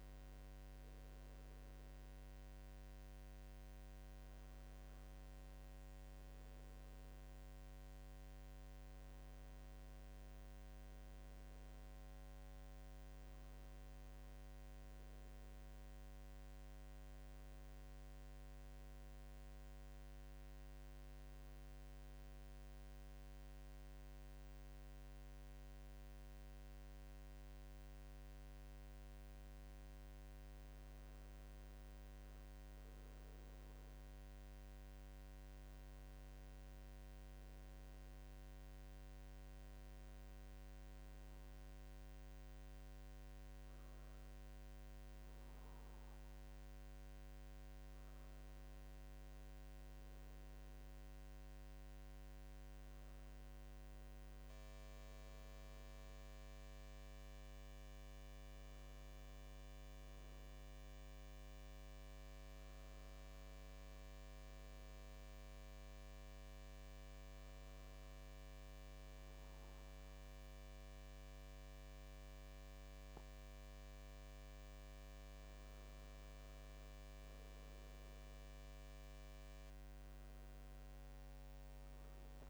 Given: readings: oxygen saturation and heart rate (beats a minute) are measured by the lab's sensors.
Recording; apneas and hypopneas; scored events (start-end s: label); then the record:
breathing in sleep, hard to hear, by a microphone on the trachea; none
7.00-82.50 s: new sleep stage, N2 (light sleep)
79.50-82.50 s: arousal
From the record:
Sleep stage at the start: N1 (lightest sleep); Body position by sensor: on the right side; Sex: male